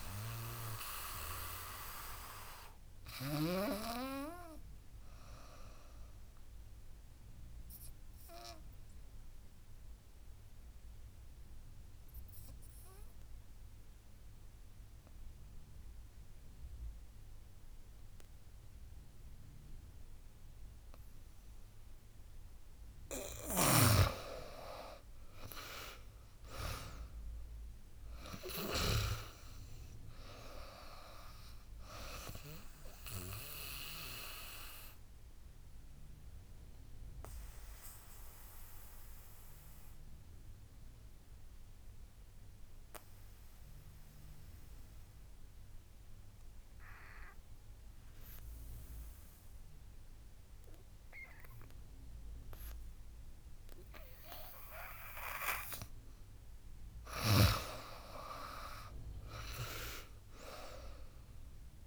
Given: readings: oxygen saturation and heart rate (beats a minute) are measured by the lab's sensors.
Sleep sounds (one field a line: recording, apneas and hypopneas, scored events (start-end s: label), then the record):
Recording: breathing in sleep by a room microphone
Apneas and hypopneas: 2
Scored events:
0.00-6.00 s: drop in pulse transit time (device-marked, heart rate 74 extreme)
0.00-15.00 s: oxygen desaturation (device-marked, oxygen 90% lowest, heart rate 66 extreme)
1.00-22.50 s: obstructive apnea (oxygen 99% before, 90% lowest, heart rate 81 before, 66 extreme, up 15 after)
23.00-29.00 s: snoring (device-marked)
24.00-38.00 s: drop in pulse transit time (device-marked, heart rate 73 before, 74 extreme)
24.50-27.50 s: arousal
28.00-49.00 s: oxygen desaturation (device-marked, oxygen 99% before, 92% lowest, heart rate 75 before, 67 extreme)
33.00-55.00 s: obstructive apnea (oxygen 99% before, 88% lowest, heart rate 79 before, 67 extreme, up 14 after)
57.00-60.50 s: arousal
58.00-61.87 s: drop in pulse transit time (device-marked, heart rate 73 before, 80 extreme)
58.00-61.87 s: oxygen desaturation (device-marked, oxygen 99% before, 91% lowest, heart rate 73 before, 70 extreme)
From the record:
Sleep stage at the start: N2 (light sleep)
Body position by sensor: on the back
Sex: female